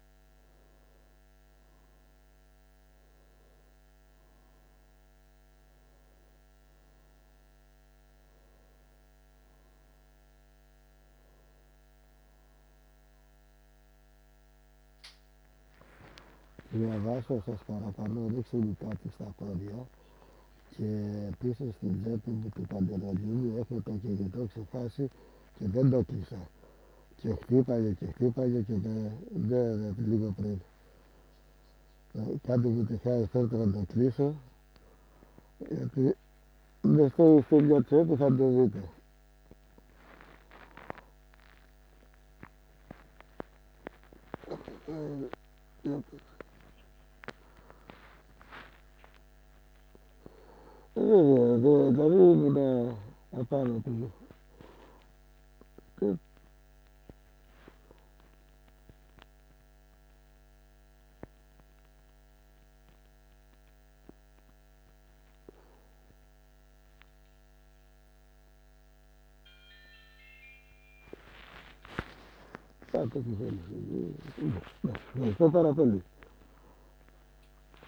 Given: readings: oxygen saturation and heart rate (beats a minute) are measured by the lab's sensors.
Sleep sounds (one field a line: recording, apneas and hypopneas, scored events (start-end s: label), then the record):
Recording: a person awake in a sleep study, by a microphone on the trachea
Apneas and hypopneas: none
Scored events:
1.00-77.88 s: new sleep stage, awake
27.50-38.00 s: snoring (device-marked)
From the record:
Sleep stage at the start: N1 (lightest sleep)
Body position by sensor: on the back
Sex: male